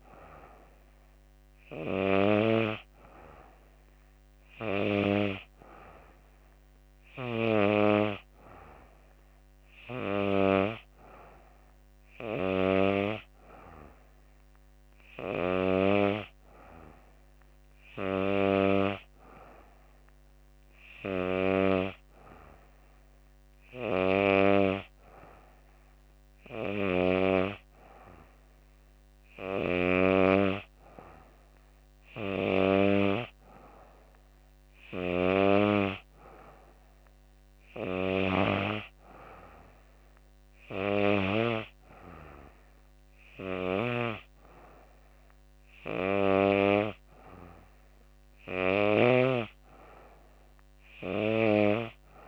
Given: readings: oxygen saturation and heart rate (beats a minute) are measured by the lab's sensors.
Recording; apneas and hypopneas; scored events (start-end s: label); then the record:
breathing in sleep by a microphone on the trachea; none
none scored
From the record:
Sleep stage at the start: N2 (light sleep); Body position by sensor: on the back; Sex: female